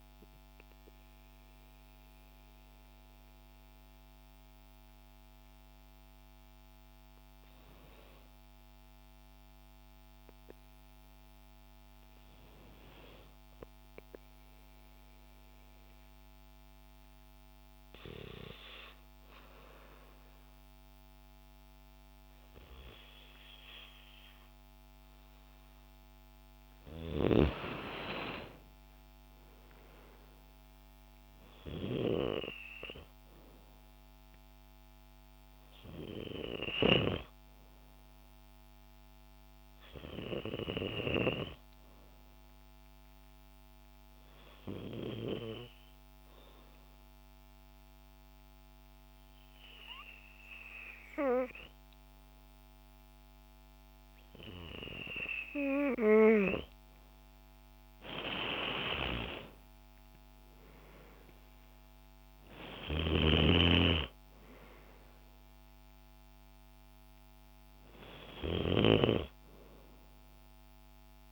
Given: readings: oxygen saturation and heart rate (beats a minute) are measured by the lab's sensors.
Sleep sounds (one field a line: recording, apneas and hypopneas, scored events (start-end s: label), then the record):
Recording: breathing in sleep by a microphone on the trachea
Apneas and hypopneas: 2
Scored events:
0.00-16.00 s: oxygen desaturation (device-marked, oxygen 90% lowest, heart rate 64 extreme)
2.50-26.00 s: obstructive apnea (oxygen 96% before, 90% lowest, heart rate 80 before, 54 extreme, up 30 after)
27.50-31.50 s: arousal
40.00-55.00 s: obstructive apnea (oxygen 98% before, 92% lowest, heart rate 86 before, 54 extreme, up 27 after)
58.00-62.00 s: arousal
63.00-71.32 s: oxygen desaturation (device-marked, oxygen 96% before, 92% lowest, heart rate 64 before, 63 extreme)
From the record:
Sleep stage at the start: N2 (light sleep)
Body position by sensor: on the back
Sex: female